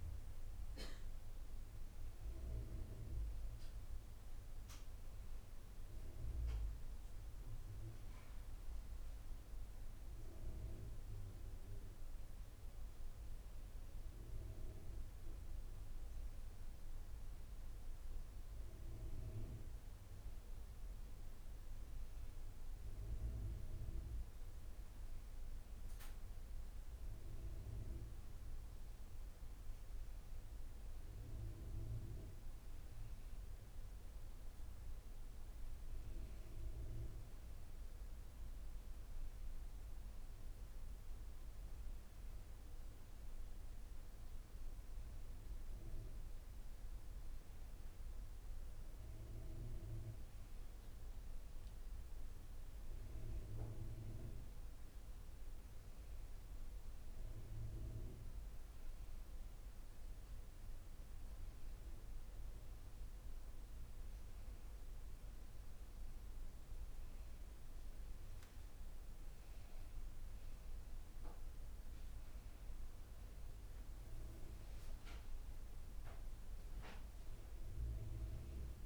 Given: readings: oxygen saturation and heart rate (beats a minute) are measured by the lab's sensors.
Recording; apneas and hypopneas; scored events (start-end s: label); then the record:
breathing in sleep, hard to hear, by a room microphone; none
none scored
From the record:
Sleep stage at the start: N1 (lightest sleep); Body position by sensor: on the back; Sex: female